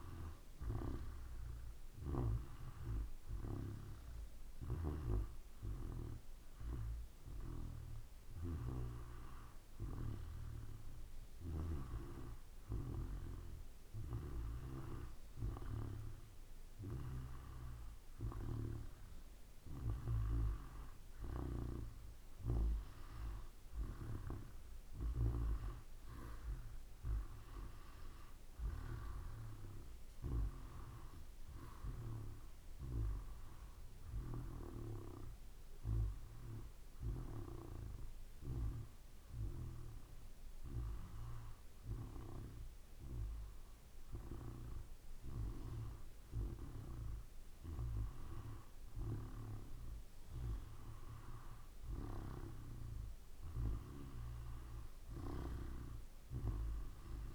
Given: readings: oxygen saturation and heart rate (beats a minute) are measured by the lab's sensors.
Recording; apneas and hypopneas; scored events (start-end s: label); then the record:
breathing in sleep by a room microphone; 2
0.00-3.00 s: oxygen desaturation (device-marked, oxygen 90% lowest, heart rate 55 extreme)
4.50-17.50 s: hypopnea (oxygen 96% before, 91% lowest, heart rate 58 before, 54 extreme, up 2 after)
20.00-25.50 s: arousal
36.50-52.50 s: hypopnea (oxygen 95% before, 91% lowest, heart rate 56 before, 54 extreme, up 3 after)
54.00-57.35 s: oxygen desaturation (device-marked, oxygen 94% before, 91% lowest, heart rate 55 before, 57 extreme)
55.50-57.35 s: arousal
From the record:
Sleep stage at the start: N2 (light sleep); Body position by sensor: on the back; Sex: male